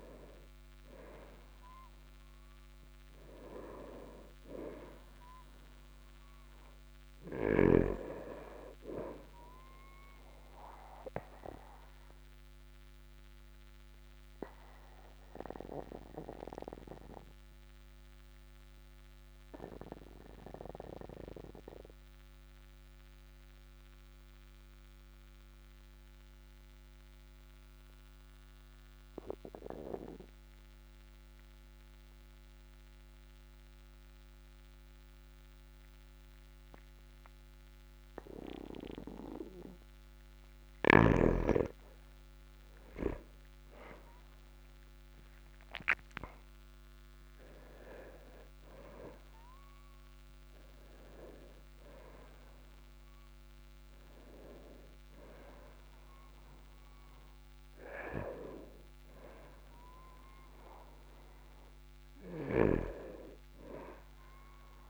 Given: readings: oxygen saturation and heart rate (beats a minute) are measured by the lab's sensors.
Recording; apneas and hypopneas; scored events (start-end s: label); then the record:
breathing in sleep by a microphone on the trachea; 1
11.50-26.50 s: oxygen desaturation (device-marked, oxygen 99% before, 96% lowest, heart rate 50 before, 40 extreme)
12.00-40.50 s: obstructive apnea (oxygen 99% before, 95% lowest, heart rate 50 before, 40 extreme, up 6 after)
43.00-47.50 s: arousal
From the record:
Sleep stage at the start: N2 (light sleep); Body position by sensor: on the back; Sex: male